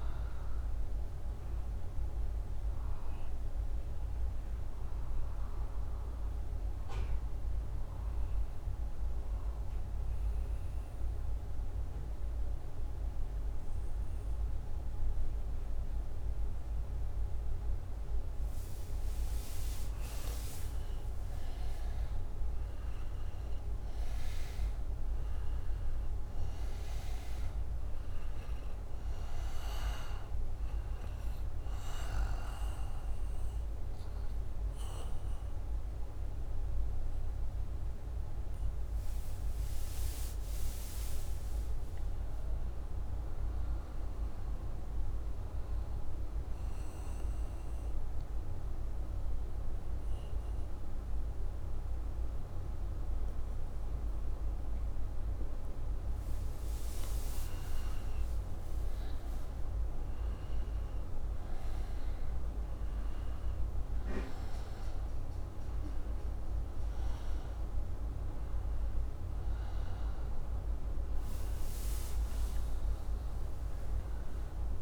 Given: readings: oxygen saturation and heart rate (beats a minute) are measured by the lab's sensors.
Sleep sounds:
breathing in sleep, hard to hear, by a room microphone; 2
11.00-21.00 s: obstructive apnea (oxygen 97% before, 91% lowest, heart rate 69 before, 63 extreme, up 5 after)
19.50-44.50 s: oxygen desaturation (device-marked, oxygen 97% before, 91% lowest, heart rate 64 before, 62 extreme)
22.50-26.00 s: arousal
46.00-57.50 s: hypopnea (oxygen 97% before, 92% lowest, heart rate 66 before, 62 extreme, up 6 after)
58.50-74.82 s: oxygen desaturation (device-marked, oxygen 98% before, 92% lowest, heart rate 66 before, 62 extreme)
59.00-63.00 s: arousal
From the record:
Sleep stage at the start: N1 (lightest sleep); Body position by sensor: upright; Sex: male

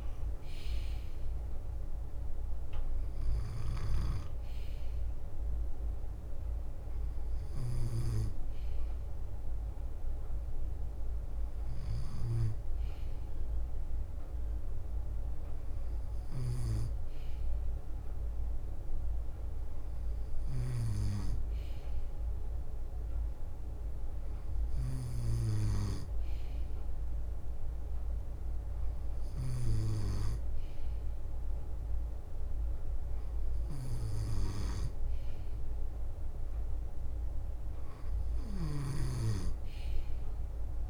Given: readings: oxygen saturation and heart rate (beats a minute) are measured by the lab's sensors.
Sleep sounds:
breathing in sleep by a room microphone; none
0.00-2.00 s: leg movement (device-marked)
2.00-40.90 s: bradycardia (device-marked, heart rate 59 before, 54 extreme)
2.50-4.50 s: leg movement (device-marked)
7.00-11.50 s: leg movement (device-marked)
12.00-16.00 s: leg movement (device-marked)
13.00-21.00 s: drop in pulse transit time (device-marked, heart rate 58 before, 55 extreme)
16.50-26.50 s: leg movement (device-marked)
27.50-33.00 s: leg movement (device-marked)
33.50-39.00 s: leg movement (device-marked)
From the record:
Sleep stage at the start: N2 (light sleep); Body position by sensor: on the back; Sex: male

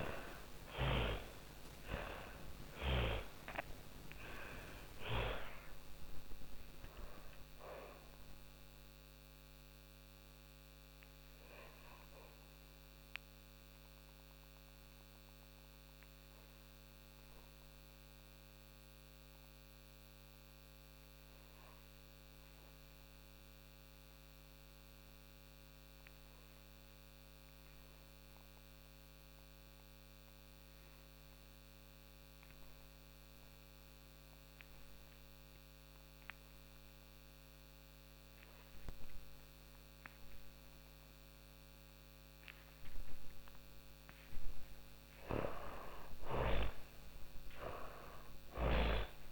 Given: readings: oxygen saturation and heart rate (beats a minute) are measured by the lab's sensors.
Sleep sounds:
breathing in sleep by a microphone on the trachea; 1
0.00-1.50 s: snoring (device-marked)
0.00-21.00 s: oxygen desaturation (device-marked, oxygen 73% lowest, heart rate 48 extreme)
4.00-41.00 s: obstructive apnea (oxygen 96% before, 73% lowest, heart rate 80 before, 47 extreme)
36.00-49.32 s: oxygen desaturation (device-marked, oxygen 99% before, 84% lowest, heart rate 53 before, 37 extreme)
43.50-49.32 s: arousal
From the record:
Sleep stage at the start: N2 (light sleep); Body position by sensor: on the back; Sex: female

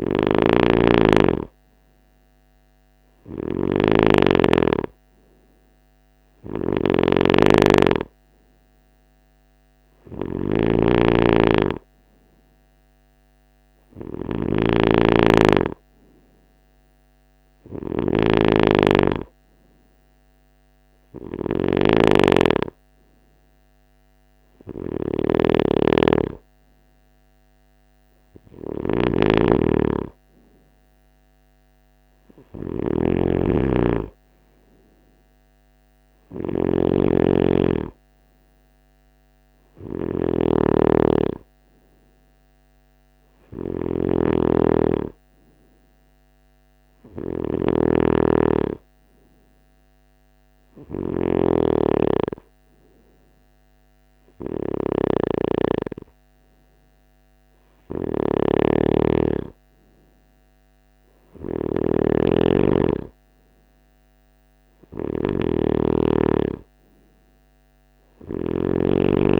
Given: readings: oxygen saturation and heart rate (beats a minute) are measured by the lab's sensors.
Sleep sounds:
breathing in sleep by a microphone on the trachea; none
0.00-69.40 s: snoring (device-marked)
From the record:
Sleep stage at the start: N3 (deep sleep); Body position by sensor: on the right side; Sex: male

